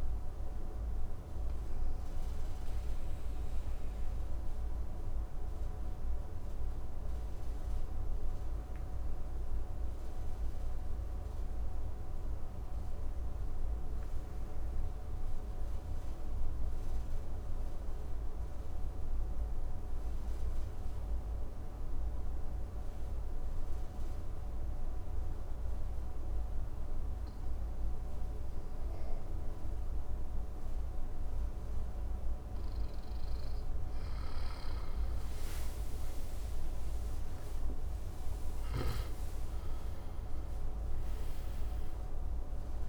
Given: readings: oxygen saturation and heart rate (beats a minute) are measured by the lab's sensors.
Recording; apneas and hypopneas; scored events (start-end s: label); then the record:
breathing in sleep, hard to hear, by a room microphone; 1
0.00-12.50 s: oxygen desaturation (device-marked, oxygen 92% lowest, heart rate 53 extreme)
0.50-30.50 s: obstructive apnea (oxygen 99% before, 89% lowest, heart rate 61 before, 53 extreme, up 5 after)
25.50-42.89 s: oxygen desaturation (device-marked, oxygen 100% before, 89% lowest, heart rate 55 before, 51 extreme)
33.50-38.00 s: arousal
From the record:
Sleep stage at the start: N2 (light sleep); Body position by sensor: on the back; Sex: male